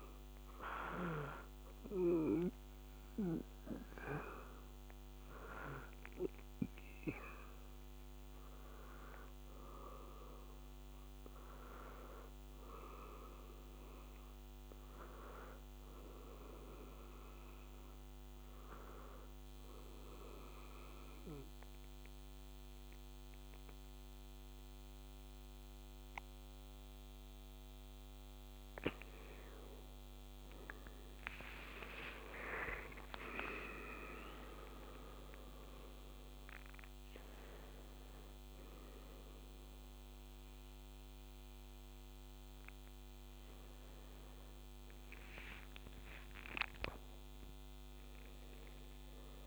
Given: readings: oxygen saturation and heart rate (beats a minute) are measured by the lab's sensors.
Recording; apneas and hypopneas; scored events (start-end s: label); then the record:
breathing in sleep by a microphone on the trachea; 1
0.00-12.50 s: oxygen desaturation (device-marked, oxygen 89% lowest, heart rate 77 extreme)
19.50-29.50 s: obstructive apnea (oxygen 96% before, 86% lowest, heart rate 83 before, 77 extreme, up 7 after)
31.00-35.50 s: arousal
32.50-49.47 s: oxygen desaturation (device-marked, oxygen 95% before, 86% lowest, heart rate 82 before, 75 extreme)
47.50-49.47 s: arousal
From the record:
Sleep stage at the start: N2 (light sleep); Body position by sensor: on the back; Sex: male